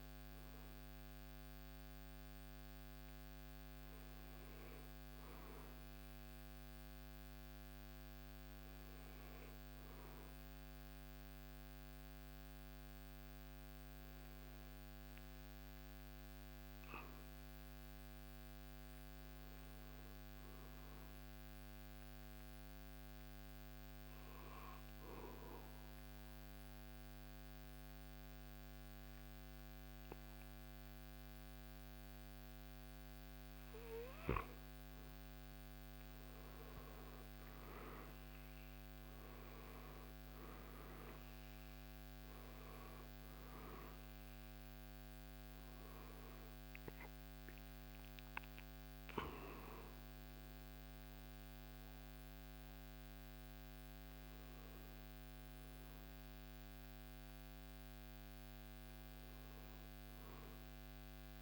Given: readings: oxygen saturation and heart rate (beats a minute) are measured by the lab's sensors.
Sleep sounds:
breathing in sleep, hard to hear, by a microphone on the trachea; none
38.50-43.50 s: arousal
39.50-50.50 s: drop in pulse transit time (device-marked, heart rate 76 before, 79 extreme)
43.50-60.50 s: oxygen desaturation (device-marked, oxygen 94% before, 89% lowest, heart rate 76 before, 72 extreme)
From the record:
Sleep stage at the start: N1 (lightest sleep); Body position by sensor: on the back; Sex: male

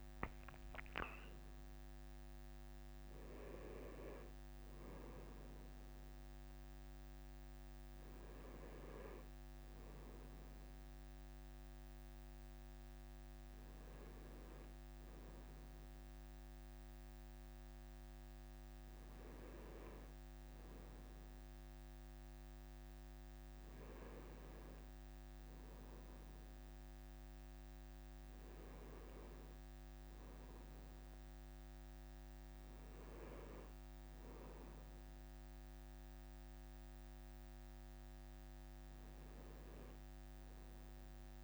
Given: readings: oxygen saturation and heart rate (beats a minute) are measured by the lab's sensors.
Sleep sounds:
breathing in sleep by a microphone on the trachea; none
1.00-41.43 s: new sleep stage, N1 (lightest sleep)
From the record:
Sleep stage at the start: N2 (light sleep); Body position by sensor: on the right side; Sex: male

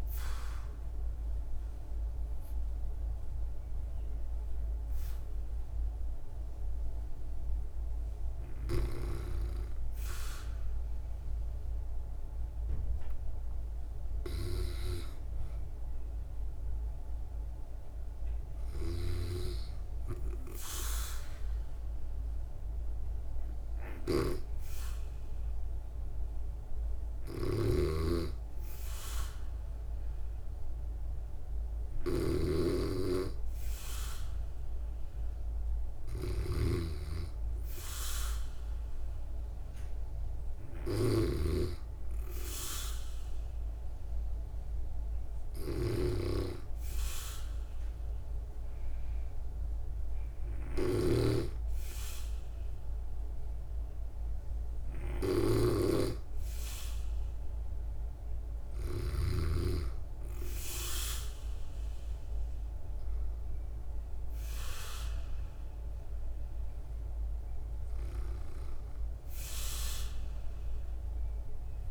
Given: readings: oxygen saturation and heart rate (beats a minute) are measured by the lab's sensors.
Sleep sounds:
breathing in sleep by a room microphone; none
0.00-4.00 s: arousal
18.00-58.50 s: snoring (device-marked)
From the record:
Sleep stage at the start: N2 (light sleep); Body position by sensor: on the back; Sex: female

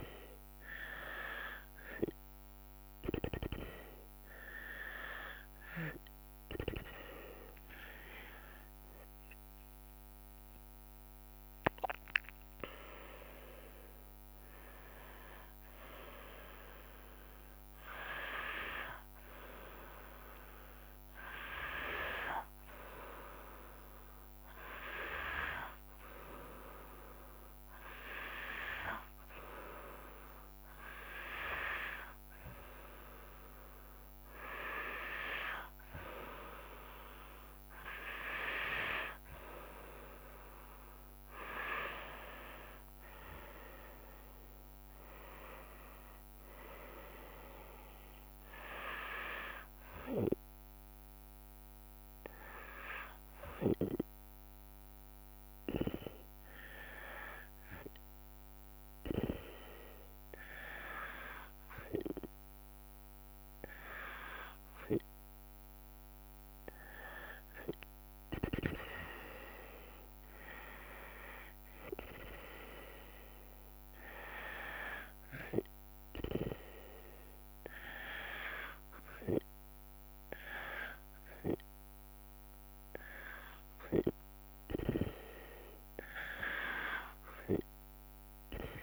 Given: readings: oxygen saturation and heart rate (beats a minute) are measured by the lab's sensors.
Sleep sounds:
breathing in sleep by a microphone on the trachea; none
5.50-18.50 s: drop in pulse transit time (device-marked, heart rate 54 before, 48 extreme)
7.00-11.50 s: arousal
40.50-52.50 s: drop in pulse transit time (device-marked, heart rate 69 before, 72 extreme)
From the record:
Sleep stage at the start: N2 (light sleep); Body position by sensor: on the back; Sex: female

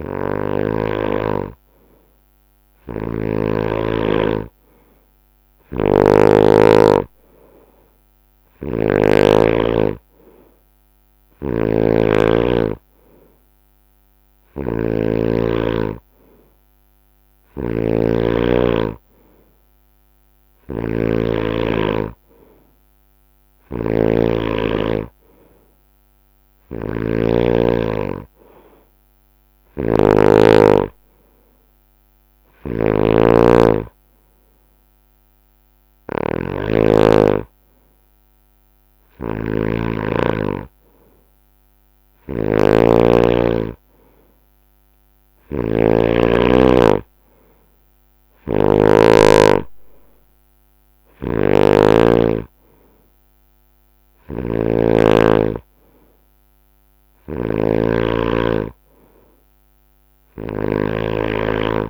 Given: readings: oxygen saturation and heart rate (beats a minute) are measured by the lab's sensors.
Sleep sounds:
breathing in sleep by a microphone on the trachea; none
0.00-9.00 s: snoring (device-marked)
11.00-61.90 s: snoring (device-marked)
From the record:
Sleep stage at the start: N2 (light sleep); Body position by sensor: on the right side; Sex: male

